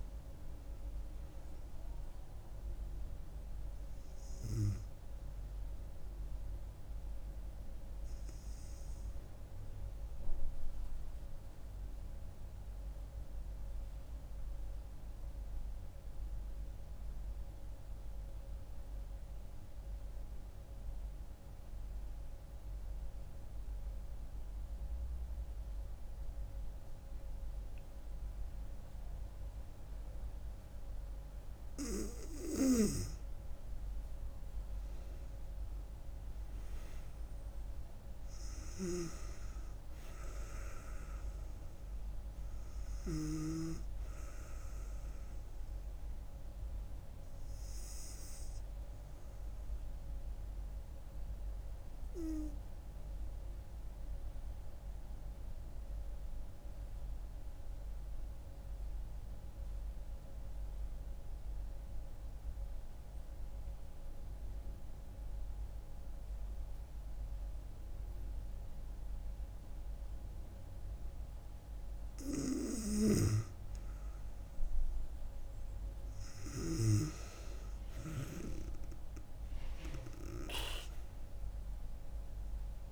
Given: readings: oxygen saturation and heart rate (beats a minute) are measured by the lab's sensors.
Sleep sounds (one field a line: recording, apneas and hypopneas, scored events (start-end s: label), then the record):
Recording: breathing in sleep by a room microphone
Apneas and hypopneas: 2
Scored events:
0.00-9.00 s: oxygen desaturation (device-marked, oxygen 92% lowest, heart rate 65 extreme)
11.50-31.00 s: obstructive apnea (oxygen 97% before, 91% lowest, heart rate 75 before, 67 extreme, up 5 after)
28.00-58.00 s: oxygen desaturation (device-marked, oxygen 97% before, 91% lowest, heart rate 67 before, 67 extreme)
36.00-39.00 s: arousal
53.00-72.50 s: obstructive apnea (oxygen 96% before, 92% lowest, heart rate 71 before, 66 extreme, up 4 after)
72.00-82.92 s: oxygen desaturation (device-marked, oxygen 97% before, 92% lowest, heart rate 69 before, 64 extreme)
75.50-79.50 s: arousal
From the record:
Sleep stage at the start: N2 (light sleep)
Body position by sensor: on the back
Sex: female